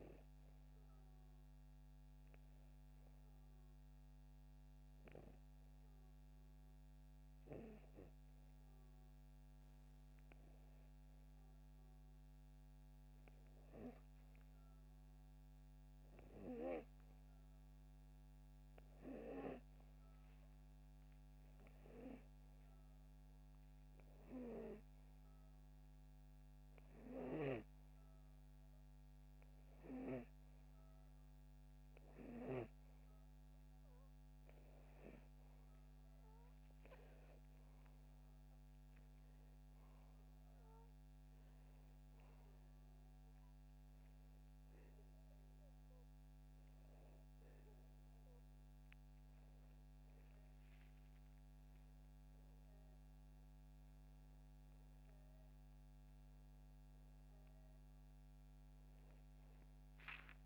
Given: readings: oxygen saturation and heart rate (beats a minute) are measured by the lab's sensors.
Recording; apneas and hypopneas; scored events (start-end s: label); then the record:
breathing in sleep by a microphone on the trachea; none
52.50-60.46 s: new sleep stage, awake
From the record:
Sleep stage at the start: N2 (light sleep); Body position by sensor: upright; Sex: male